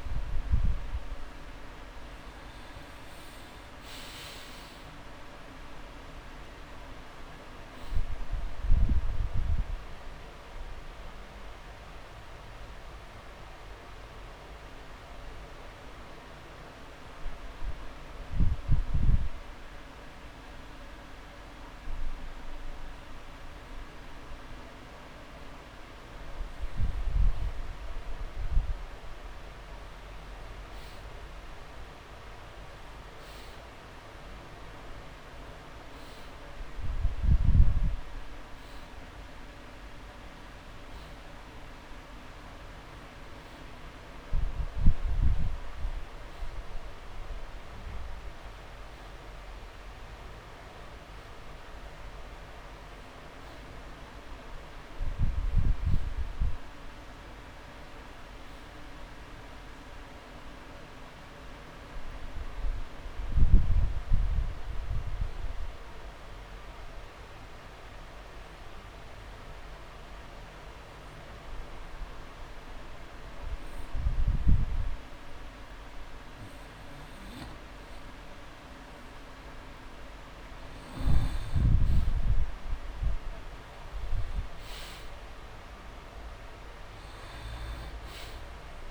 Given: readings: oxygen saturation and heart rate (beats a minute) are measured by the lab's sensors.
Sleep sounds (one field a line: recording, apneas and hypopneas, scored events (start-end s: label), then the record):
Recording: breathing in sleep, hard to hear, by a room microphone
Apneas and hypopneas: 2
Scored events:
0.00-2.00 s: arousal
2.50-4.50 s: long interval between heartbeats (device-marked)
4.50-40.50 s: oxygen desaturation (device-marked, oxygen 97% before, 89% lowest)
10.00-23.50 s: obstructive apnea (oxygen 97% before, 89% lowest)
26.00-29.00 s: arousal
31.00-33.00 s: long interval between heartbeats (device-marked)
48.50-56.50 s: oxygen desaturation (device-marked, oxygen 98% before, 94% lowest)
58.00-61.00 s: arousal
66.00-77.00 s: obstructive apnea (oxygen 98% before, 88% lowest)
81.00-84.00 s: arousal
From the record:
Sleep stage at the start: N2 (light sleep)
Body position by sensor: on the back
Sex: male